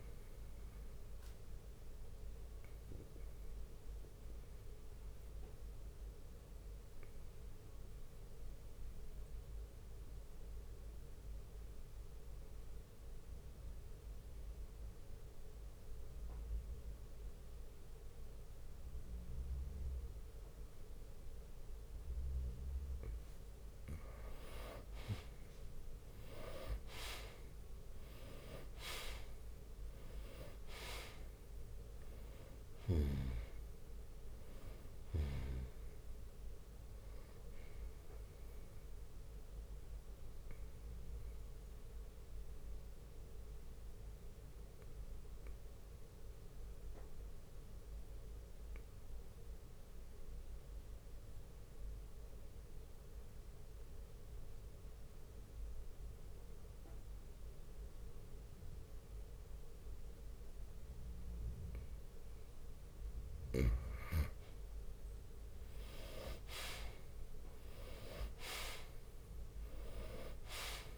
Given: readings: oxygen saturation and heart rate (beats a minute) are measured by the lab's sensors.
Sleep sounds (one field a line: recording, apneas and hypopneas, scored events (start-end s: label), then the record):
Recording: breathing in sleep by a room microphone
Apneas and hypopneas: 2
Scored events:
0.00-16.00 s: oxygen desaturation (device-marked, oxygen 91% lowest, heart rate 58 extreme)
2.50-23.00 s: mixed apnea (oxygen 98% before, 90% lowest, heart rate 66 before, 58 extreme, up 9 after)
6.00-18.00 s: bradycardia (device-marked, heart rate 67 before, 58 extreme)
23.00-54.00 s: oxygen desaturation (device-marked, oxygen 98% before, 90% lowest, heart rate 60 before, 59 extreme)
24.50-29.50 s: arousal
25.00-38.00 s: drop in pulse transit time (device-marked, heart rate 60 before, 62 extreme)
36.50-38.50 s: long interval between heartbeats (device-marked, heart rate 64 before, 71 extreme)
39.50-62.50 s: obstructive apnea (oxygen 98% before, 89% lowest, heart rate 66 before, 59 extreme, up 11 after)
47.00-49.00 s: bradycardia (device-marked, heart rate 67 before, 61 extreme)
50.00-55.00 s: bradycardia (device-marked, heart rate 67 before, 59 extreme)
66.00-70.98 s: oxygen desaturation (device-marked, oxygen 97% before, 91% lowest, heart rate 60 before, 64 extreme)
67.50-69.50 s: long interval between heartbeats (device-marked, heart rate 60 before, 65 extreme)
From the record:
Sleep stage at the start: N2 (light sleep)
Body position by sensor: on the back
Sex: male